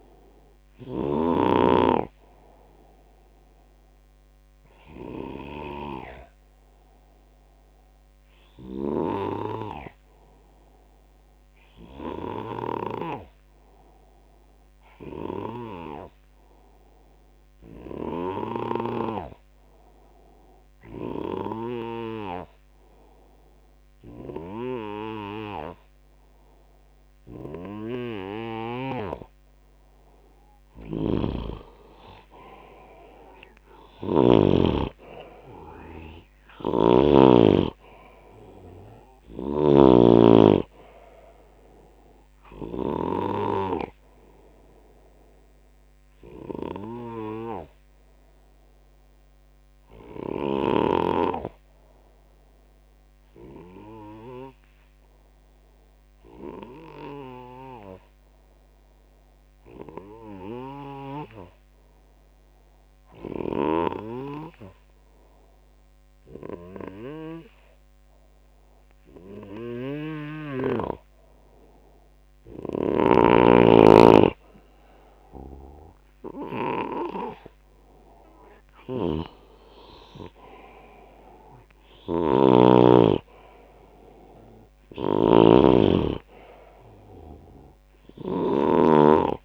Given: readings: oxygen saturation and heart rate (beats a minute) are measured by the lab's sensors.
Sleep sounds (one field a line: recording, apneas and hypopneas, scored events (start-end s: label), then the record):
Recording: breathing in sleep by a microphone on the trachea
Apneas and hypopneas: 2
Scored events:
0.00-4.00 s: oxygen desaturation (device-marked, oxygen 91% lowest, heart rate 55 extreme)
6.50-29.50 s: hypopnea (oxygen 95% before, 90% lowest, heart rate 82 before, 55 extreme, up 24 after)
19.00-22.00 s: bradycardia (device-marked, heart rate 78 before, 60 extreme)
30.50-34.50 s: snoring (device-marked)
31.50-35.00 s: arousal
36.50-43.00 s: snoring (device-marked)
47.50-69.50 s: obstructive apnea (oxygen 98% before, 91% lowest, heart rate 75 before, 67 extreme, up 7 after)
69.50-89.45 s: snoring (device-marked)
70.00-89.45 s: oxygen desaturation (device-marked, oxygen 98% before, 91% lowest, heart rate 78 before, 60 extreme)
78.00-81.50 s: arousal
From the record:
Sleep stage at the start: N2 (light sleep)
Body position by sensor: on the back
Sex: male